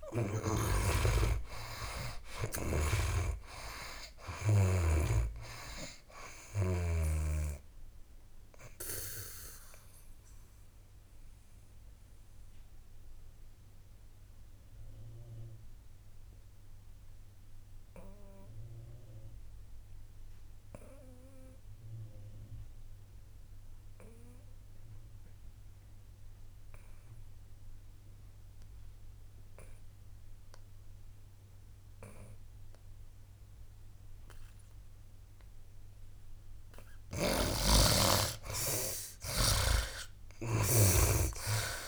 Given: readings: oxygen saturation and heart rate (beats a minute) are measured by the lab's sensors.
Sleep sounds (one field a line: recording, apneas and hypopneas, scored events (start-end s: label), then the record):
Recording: breathing in sleep by a room microphone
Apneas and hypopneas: 1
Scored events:
0.00-2.50 s: arousal
0.00-29.00 s: oxygen desaturation (device-marked, oxygen 73% lowest, heart rate 66 extreme)
8.00-37.00 s: mixed apnea (oxygen 97% before, 73% lowest, heart rate 75 before, 66 extreme, up 13 after)
35.00-41.88 s: oxygen desaturation (device-marked, oxygen 99% before, 73% lowest, heart rate 69 before, 65 extreme)
40.00-41.88 s: arousal
From the record:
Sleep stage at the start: N2 (light sleep)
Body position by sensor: on the back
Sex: male